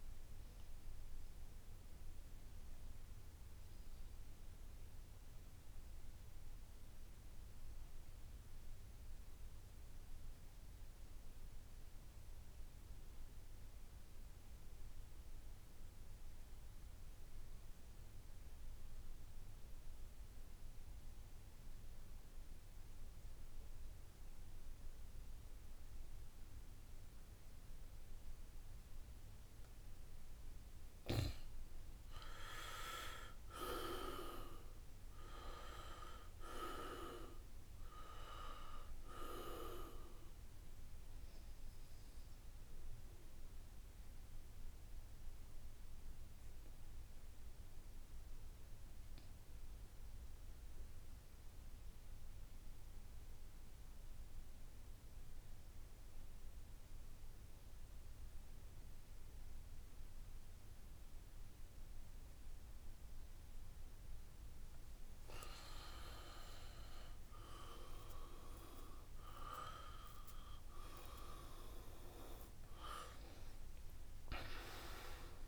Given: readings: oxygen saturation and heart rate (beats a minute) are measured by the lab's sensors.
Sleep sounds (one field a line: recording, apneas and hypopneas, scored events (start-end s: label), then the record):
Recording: breathing in sleep by a room microphone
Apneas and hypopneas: 2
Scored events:
0.00-11.50 s: oxygen desaturation (device-marked, oxygen 78% lowest, heart rate 67 extreme)
0.50-30.00 s: obstructive apnea (oxygen 92% before, 78% lowest, heart rate 74 before, 67 extreme, up 8 after)
25.50-54.50 s: oxygen desaturation (device-marked, oxygen 96% before, 78% lowest, heart rate 69 before, 67 extreme)
33.50-37.50 s: arousal
41.00-64.50 s: obstructive apnea (oxygen 97% before, 78% lowest, heart rate 74 before, 64 extreme, up 7 after)
59.50-75.48 s: oxygen desaturation (device-marked, oxygen 96% before, 82% lowest, heart rate 70 before, 63 extreme)
66.00-70.00 s: arousal
From the record:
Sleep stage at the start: N2 (light sleep)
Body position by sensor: on the back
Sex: male